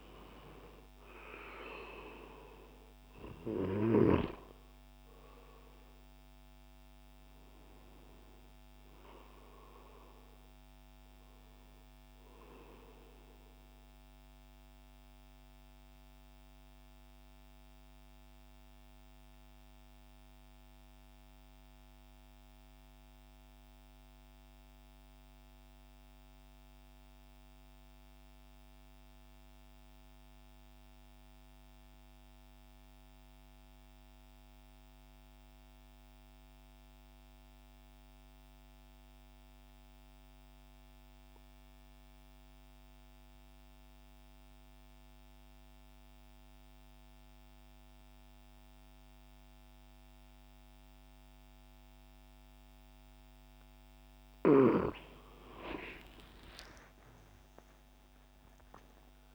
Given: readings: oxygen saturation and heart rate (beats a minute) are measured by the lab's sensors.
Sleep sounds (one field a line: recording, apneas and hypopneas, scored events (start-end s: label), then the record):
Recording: breathing in sleep by a microphone on the trachea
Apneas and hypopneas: 1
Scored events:
0.00-20.50 s: oxygen desaturation (device-marked, oxygen 88% lowest, heart rate 56 extreme)
13.50-55.00 s: mixed apnea (oxygen 96% before, 88% lowest, heart rate 71 before, 56 extreme, up 27 after)
38.50-59.35 s: oxygen desaturation (device-marked, oxygen 99% before, 88% lowest, heart rate 64 before, 56 extreme)
56.00-59.35 s: arousal
From the record:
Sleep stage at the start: N2 (light sleep)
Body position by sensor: on the back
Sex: male